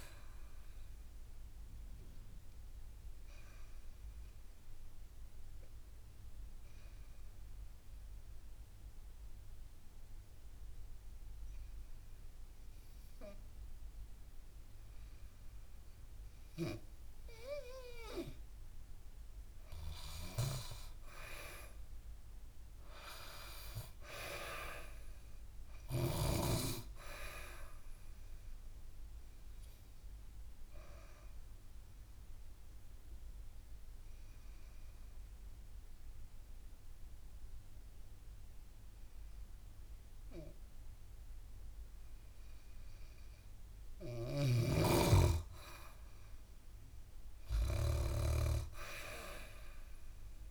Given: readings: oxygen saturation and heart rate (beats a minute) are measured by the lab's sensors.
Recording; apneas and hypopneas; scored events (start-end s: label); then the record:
breathing in sleep by a room microphone; 2
0.00-15.00 s: oxygen desaturation (device-marked, oxygen 98% before, 94% lowest, heart rate 67 before, 65 extreme)
0.50-16.50 s: obstructive apnea (oxygen 99% before, 94% lowest, heart rate 67 before, 65 extreme, up 4 after)
19.00-23.00 s: arousal
19.50-25.50 s: snoring (device-marked)
29.00-43.00 s: obstructive apnea (oxygen 98% before, 94% lowest, heart rate 67 before, 65 extreme, up 6 after)
43.50-50.50 s: snoring (device-marked)
45.50-48.50 s: arousal
From the record:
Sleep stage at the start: N2 (light sleep); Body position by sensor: on the back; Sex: female